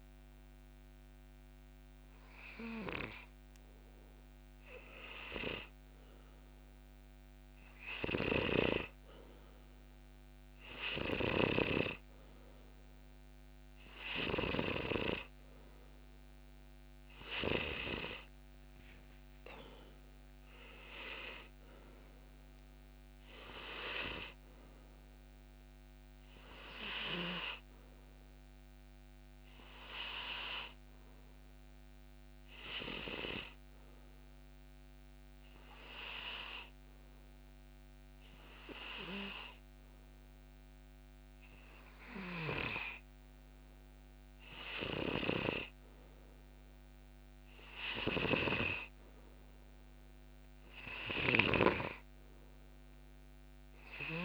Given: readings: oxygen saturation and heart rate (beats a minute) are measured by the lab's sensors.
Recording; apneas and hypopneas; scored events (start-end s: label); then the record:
breathing in sleep by a microphone on the trachea; none
none scored
From the record:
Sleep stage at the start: N2 (light sleep); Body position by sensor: on the back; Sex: male